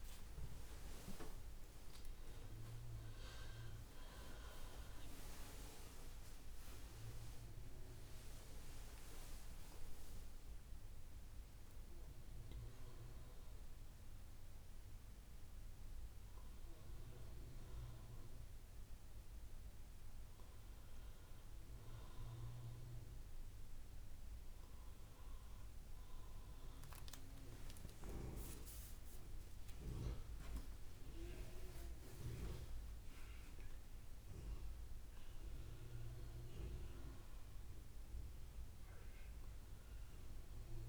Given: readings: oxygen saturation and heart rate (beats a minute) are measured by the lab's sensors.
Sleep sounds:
breathing in sleep by a room microphone; none
28.00-32.00 s: arousal
From the record:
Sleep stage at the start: N2 (light sleep); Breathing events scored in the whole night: 117 in 3.9 hours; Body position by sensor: on the right side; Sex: female

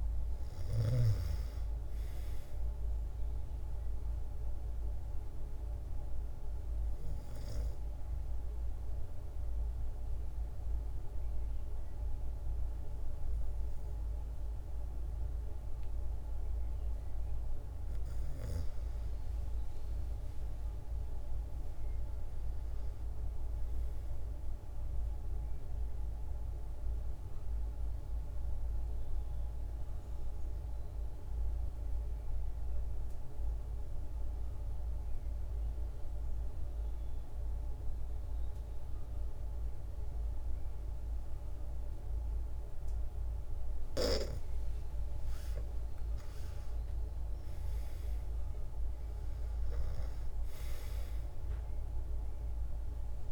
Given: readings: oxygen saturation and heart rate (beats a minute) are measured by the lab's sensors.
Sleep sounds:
breathing in sleep, hard to hear, by a room microphone; 2
0.00-19.50 s: oxygen desaturation (device-marked, oxygen 92% lowest)
2.50-17.00 s: obstructive apnea (oxygen 97% before, 92% lowest)
19.50-23.50 s: arousal
26.50-43.50 s: obstructive apnea (oxygen 98% before, 92% lowest, heart rate 130 before, 42 extreme)
45.00-49.00 s: arousal
48.50-53.32 s: oxygen desaturation (device-marked, oxygen 97% before, 92% lowest, heart rate 95 before, 77 extreme)
From the record:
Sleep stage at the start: N2 (light sleep); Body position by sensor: on the back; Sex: female

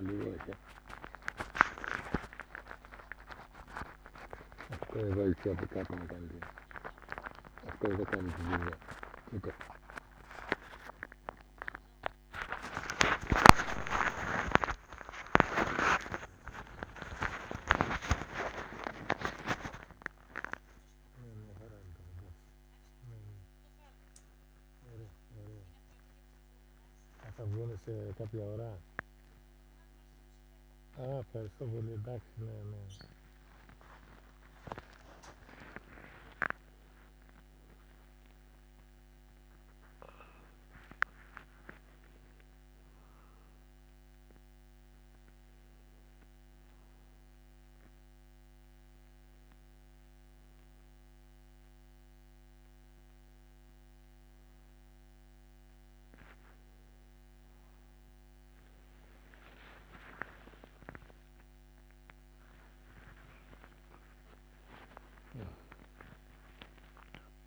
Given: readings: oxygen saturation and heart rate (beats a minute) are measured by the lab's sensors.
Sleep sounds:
a person awake in a sleep study, by a microphone on the trachea; none
5.00-14.00 s: snoring (device-marked)
28.00-32.50 s: snoring (device-marked)
63.50-67.47 s: new sleep stage, N1 (lightest sleep)
From the record:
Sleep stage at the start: awake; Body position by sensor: on the back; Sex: male

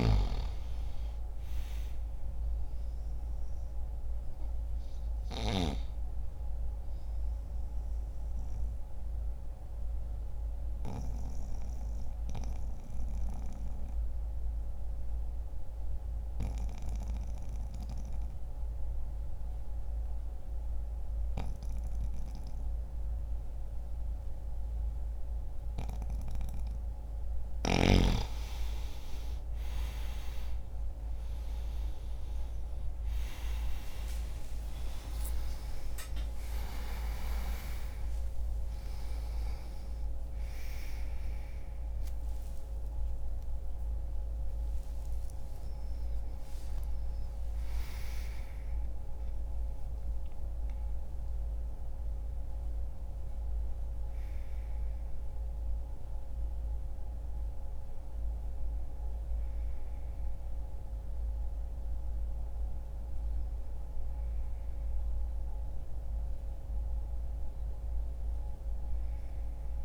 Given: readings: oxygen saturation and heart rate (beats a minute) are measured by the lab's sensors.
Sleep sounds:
breathing in sleep by a room microphone; 1
0.00-1.00 s: arousal
6.50-25.50 s: obstructive apnea (oxygen 97% before, 90% lowest, heart rate 64 before, 57 extreme, up 21 after)
9.00-23.00 s: oxygen desaturation (device-marked, oxygen 96% before, 90% lowest, heart rate 64 before, 57 extreme)
32.50-37.50 s: arousal
45.00-69.85 s: new sleep stage, N1 (lightest sleep)
From the record:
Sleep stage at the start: N2 (light sleep); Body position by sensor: on the back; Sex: male

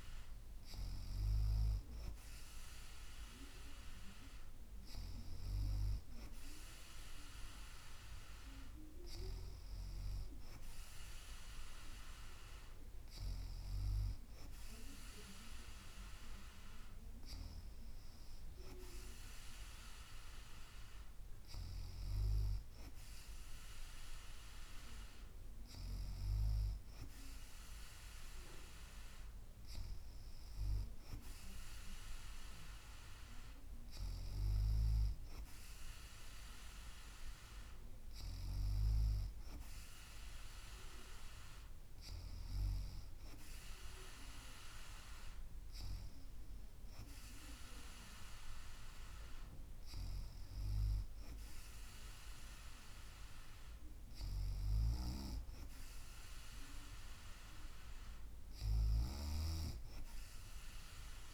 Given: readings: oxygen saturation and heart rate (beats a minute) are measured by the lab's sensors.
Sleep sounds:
breathing in sleep by a room microphone; none
none scored
From the record:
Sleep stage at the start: N2 (light sleep); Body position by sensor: on the back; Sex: female

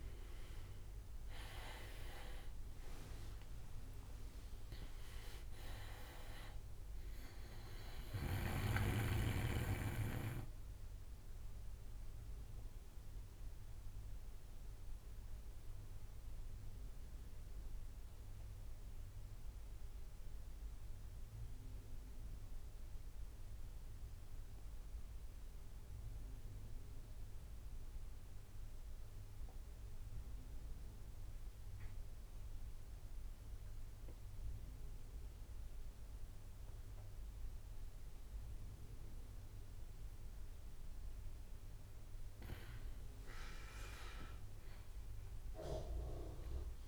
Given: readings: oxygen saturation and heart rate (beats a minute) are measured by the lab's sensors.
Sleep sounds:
breathing in sleep by a room microphone; 1
0.00-2.50 s: arousal
0.00-19.00 s: oxygen desaturation (device-marked, oxygen 86% lowest)
10.00-40.50 s: obstructive apnea (oxygen 98% before, 86% lowest)
42.50-45.50 s: arousal
45.00-46.88 s: oxygen desaturation (device-marked, oxygen 96% before, 91% lowest)
From the record:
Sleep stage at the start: N2 (light sleep); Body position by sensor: on the right side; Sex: male

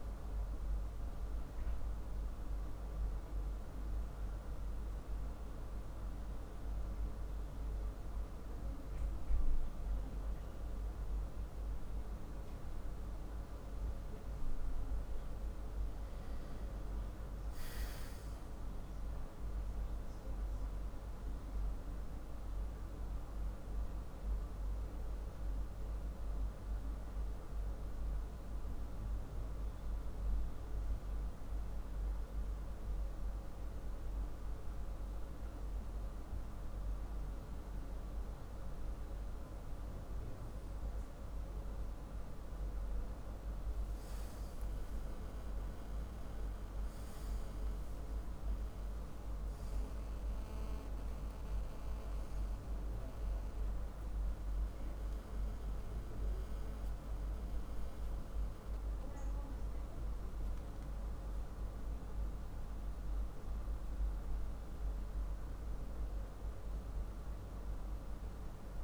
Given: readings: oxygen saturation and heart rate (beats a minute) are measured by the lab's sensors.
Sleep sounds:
breathing in sleep, hard to hear, by a room microphone; 1
23.50-39.00 s: obstructive apnea (oxygen 97% before, 94% lowest, heart rate 59 before, 58 extreme, up 2 after)
46.00-49.50 s: arousal
60.00-68.83 s: new sleep stage, N1 (lightest sleep)
From the record:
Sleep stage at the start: N2 (light sleep); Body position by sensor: on the back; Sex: male

